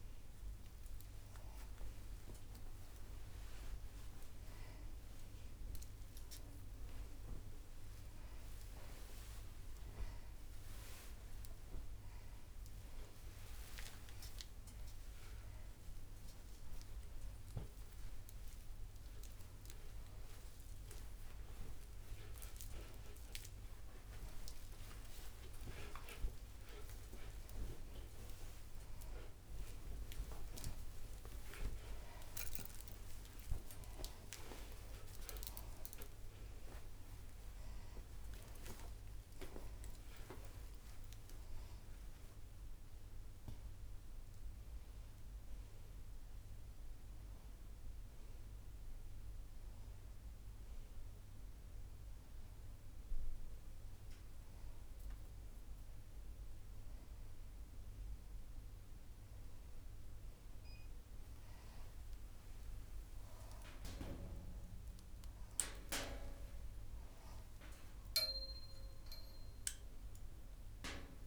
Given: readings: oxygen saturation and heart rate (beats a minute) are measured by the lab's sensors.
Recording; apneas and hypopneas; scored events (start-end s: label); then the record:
a person awake in a sleep study, by a room microphone; none
11.00-53.00 s: tachycardia (device-marked, heart rate 96 before, 129 extreme)
59.00-70.00 s: tachycardia (device-marked, heart rate 98 before, 118 extreme)
From the record:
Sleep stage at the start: awake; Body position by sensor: on the right side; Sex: female